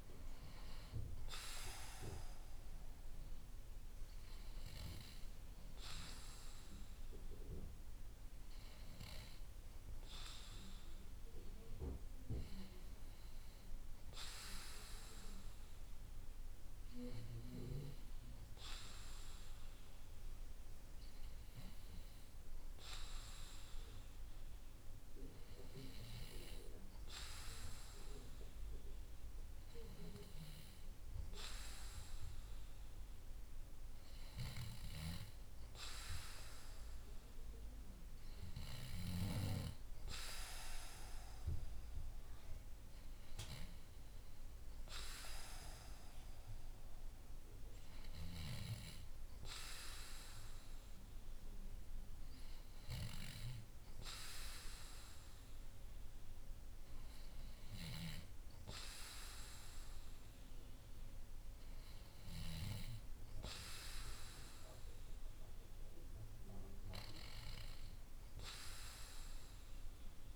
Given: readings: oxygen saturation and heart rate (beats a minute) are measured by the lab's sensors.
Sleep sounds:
breathing in sleep by a room microphone; none
none scored
From the record:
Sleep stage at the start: N2 (light sleep); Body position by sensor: on the back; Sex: male

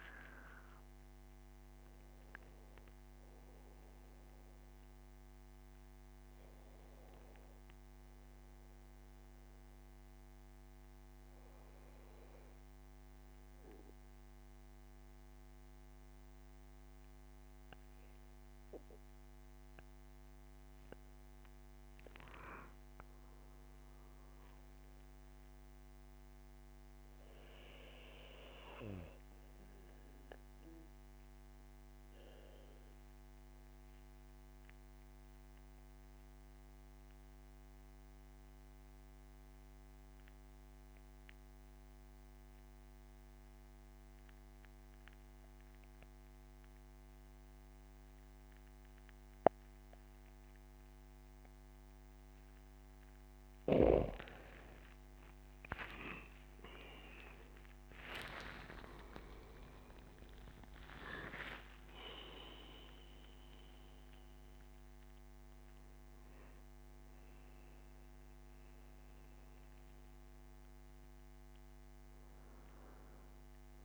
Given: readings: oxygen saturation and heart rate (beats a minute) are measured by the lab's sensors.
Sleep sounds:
breathing in sleep by a microphone on the trachea; 1
0.00-11.00 s: oxygen desaturation (device-marked, oxygen 93% lowest, heart rate 69 extreme)
33.00-52.50 s: obstructive apnea (oxygen 98% before, 89% lowest, heart rate 70 before, 68 extreme, up 16 after)
47.00-70.00 s: oxygen desaturation (device-marked, oxygen 97% before, 89% lowest, heart rate 73 before, 68 extreme)
55.00-60.00 s: arousal
From the record:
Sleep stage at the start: N2 (light sleep); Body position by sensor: on the back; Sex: male

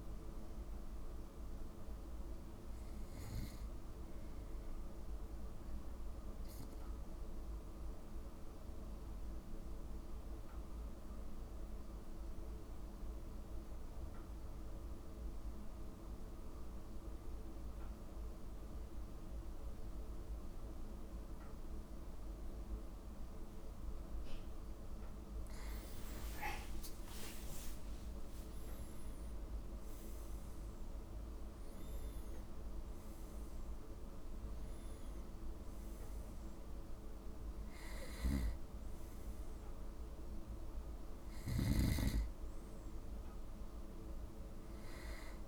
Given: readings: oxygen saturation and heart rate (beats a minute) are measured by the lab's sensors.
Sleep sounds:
breathing in sleep, hard to hear, by a room microphone; 1
0.00-1.50 s: arousal
5.00-24.00 s: obstructive apnea (oxygen 96% before, 92% lowest, heart rate 57 before, 52 extreme, up 3 after)
25.00-39.00 s: oxygen desaturation (device-marked, oxygen 96% before, 92% lowest, heart rate 55 before, 53 extreme)
26.00-29.50 s: arousal
From the record:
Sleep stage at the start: N2 (light sleep); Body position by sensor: on the right side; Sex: male

